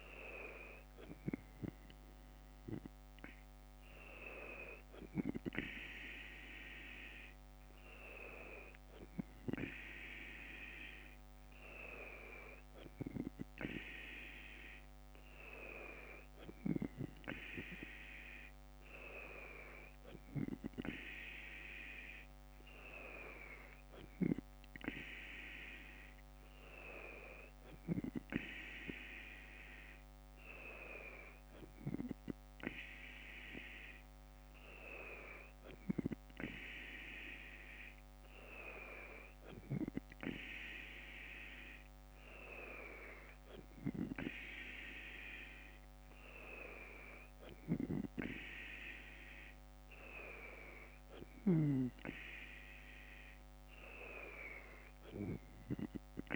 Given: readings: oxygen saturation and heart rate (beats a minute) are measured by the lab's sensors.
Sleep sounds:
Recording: breathing in sleep by a microphone on the trachea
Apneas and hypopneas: none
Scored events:
none scored
From the record:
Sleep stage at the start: N2 (light sleep)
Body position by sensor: on the left side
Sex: female

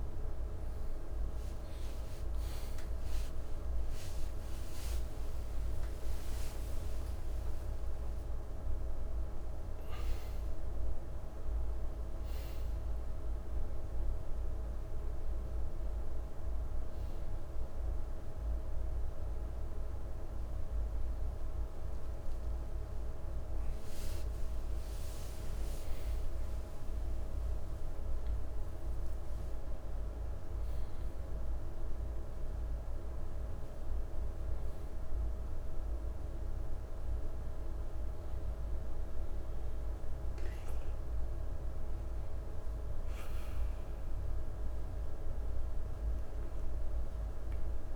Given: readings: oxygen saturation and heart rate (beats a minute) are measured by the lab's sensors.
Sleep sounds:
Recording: a person awake in a sleep study, hard to hear, by a room microphone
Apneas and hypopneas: none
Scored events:
3.50-9.50 s: tachycardia (device-marked, heart rate 69 before, 135 extreme)
30.50-47.96 s: new sleep stage, N1 (lightest sleep)
From the record:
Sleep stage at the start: awake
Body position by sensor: on the right side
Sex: male

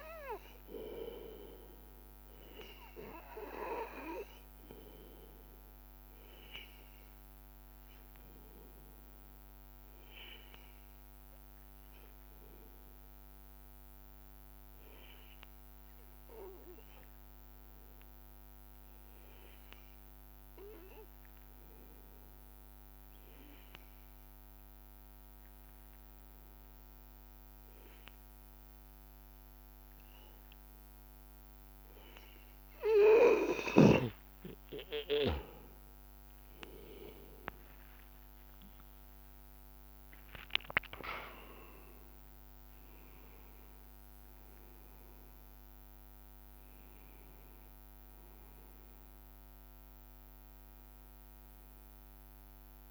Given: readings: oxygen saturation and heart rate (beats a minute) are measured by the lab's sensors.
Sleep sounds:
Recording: breathing in sleep by a microphone on the trachea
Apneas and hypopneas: 1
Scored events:
0.00-15.50 s: oxygen desaturation (device-marked, oxygen 93% lowest, heart rate 83 extreme)
9.00-27.00 s: obstructive apnea (oxygen 96% before, 93% lowest, heart rate 83 before, 83 extreme, up 0 after)
33.50-38.50 s: arousal
From the record:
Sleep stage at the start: N2 (light sleep)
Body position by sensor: on the back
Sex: male

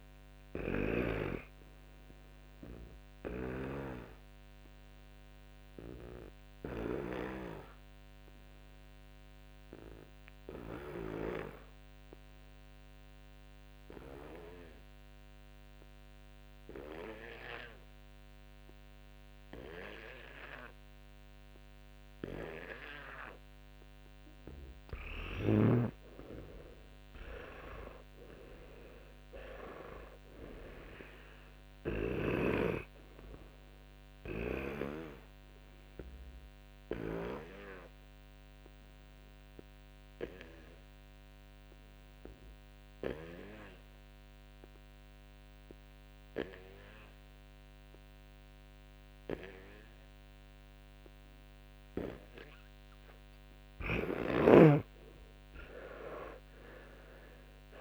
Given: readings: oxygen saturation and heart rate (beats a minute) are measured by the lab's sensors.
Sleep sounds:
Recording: breathing in sleep by a microphone on the trachea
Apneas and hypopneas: 2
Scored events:
0.00-1.50 s: snoring (device-marked)
0.50-10.50 s: oxygen desaturation (device-marked, oxygen 99% before, 93% lowest, heart rate 86 before, 38 extreme)
1.00-24.50 s: obstructive apnea (oxygen 99% before, 93% lowest, heart rate 86 before, 29 extreme)
27.00-30.00 s: arousal
33.50-53.00 s: obstructive apnea (oxygen 100% before, 92% lowest, heart rate 80 before, 29 extreme)
53.50-57.81 s: oxygen desaturation (device-marked, oxygen 99% before, 95% lowest, heart rate 54 before, 57 extreme)
54.50-57.81 s: snoring (device-marked)
56.50-57.81 s: arousal
From the record:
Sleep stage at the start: N2 (light sleep)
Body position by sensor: on the back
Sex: male

